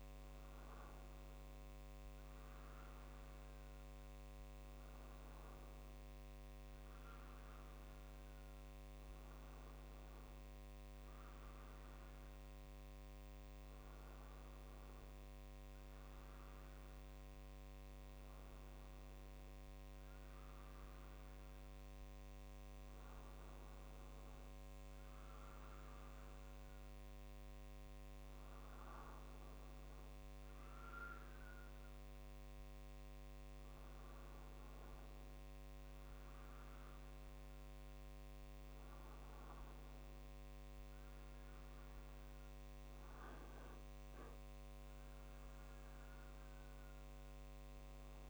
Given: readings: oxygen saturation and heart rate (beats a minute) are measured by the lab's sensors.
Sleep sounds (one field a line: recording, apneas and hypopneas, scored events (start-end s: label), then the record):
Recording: a person awake in a sleep study, hard to hear, by a microphone on the trachea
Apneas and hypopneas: none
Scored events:
none scored
From the record:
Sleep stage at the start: awake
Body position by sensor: on the right side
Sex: male